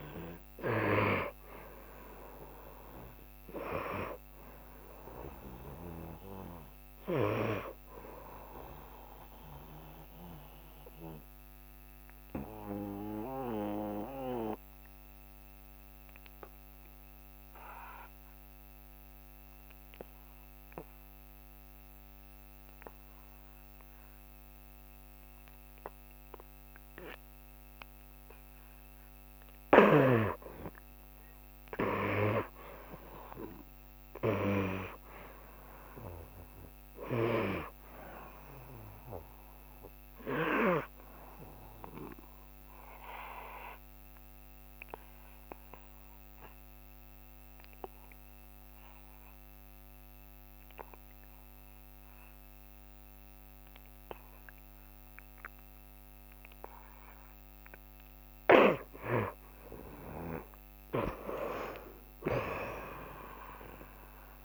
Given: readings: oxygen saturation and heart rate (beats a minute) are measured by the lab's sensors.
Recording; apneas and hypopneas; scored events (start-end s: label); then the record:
breathing in sleep by a microphone on the trachea; 2
0.00-16.50 s: oxygen desaturation (device-marked, oxygen 68% lowest, heart rate 75 extreme)
10.50-29.00 s: obstructive apnea (oxygen 87% before, 69% lowest, heart rate 79 before, 74 extreme, up 4 after)
24.50-50.50 s: oxygen desaturation (device-marked, oxygen 88% before, 70% lowest, heart rate 76 before, 74 extreme)
31.00-35.00 s: arousal
44.00-57.50 s: obstructive apnea (oxygen 88% before, 70% lowest, heart rate 77 before, 72 extreme, up 3 after)
55.50-64.45 s: oxygen desaturation (device-marked, oxygen 88% before, 70% lowest, heart rate 76 before, 72 extreme)
59.50-63.00 s: arousal
From the record:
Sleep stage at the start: N2 (light sleep); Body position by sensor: on the back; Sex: male